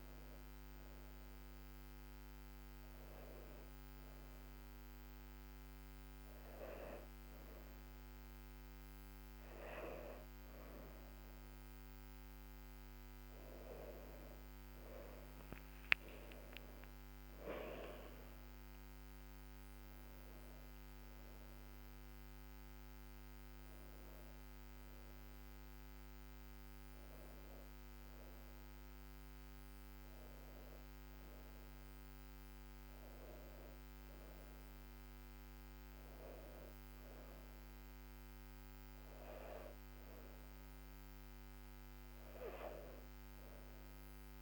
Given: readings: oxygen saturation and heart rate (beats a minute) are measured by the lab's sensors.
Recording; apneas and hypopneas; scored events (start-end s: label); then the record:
a person partly awake in a sleep study, by a microphone on the trachea; none
1.50-44.42 s: new sleep stage, N1 (lightest sleep)
From the record:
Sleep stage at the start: awake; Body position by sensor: on the back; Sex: female